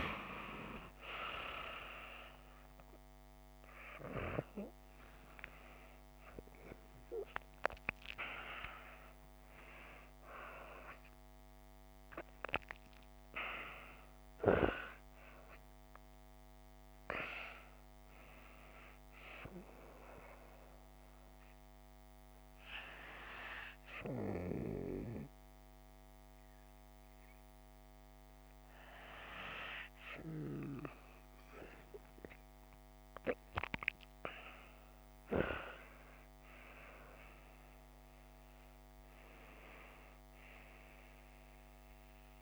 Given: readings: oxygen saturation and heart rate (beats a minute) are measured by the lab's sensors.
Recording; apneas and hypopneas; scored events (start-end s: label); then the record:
breathing in sleep by a microphone on the trachea; none
5.50-11.00 s: arousal
32.00-37.00 s: arousal
From the record:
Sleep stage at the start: N2 (light sleep); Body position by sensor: on the left side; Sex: female